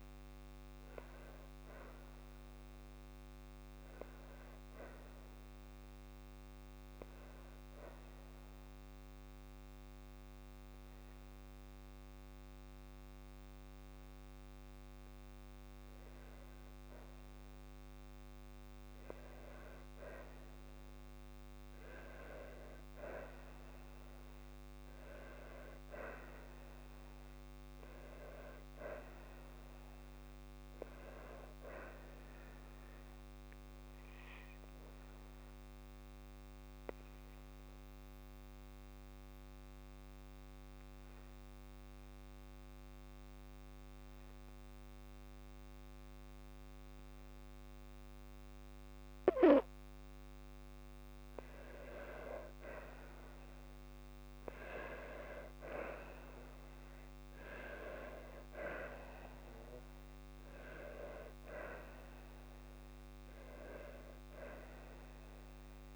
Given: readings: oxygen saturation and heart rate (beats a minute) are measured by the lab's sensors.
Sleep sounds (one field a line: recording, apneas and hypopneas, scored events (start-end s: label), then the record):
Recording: breathing in sleep by a microphone on the trachea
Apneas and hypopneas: 2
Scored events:
0.00-10.00 s: oxygen desaturation (device-marked, oxygen 91% lowest, heart rate 53 extreme)
4.00-15.50 s: obstructive apnea (oxygen 95% before, 91% lowest, heart rate 56 before, 53 extreme, up 1 after)
19.00-23.00 s: arousal
36.00-53.00 s: oxygen desaturation (device-marked, oxygen 96% before, 93% lowest, heart rate 54 before, 52 extreme)
38.00-49.00 s: obstructive apnea (oxygen 96% before, 90% lowest, heart rate 54 before, 52 extreme, up 3 after)
55.00-60.00 s: arousal
From the record:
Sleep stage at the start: N2 (light sleep)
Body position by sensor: on the back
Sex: female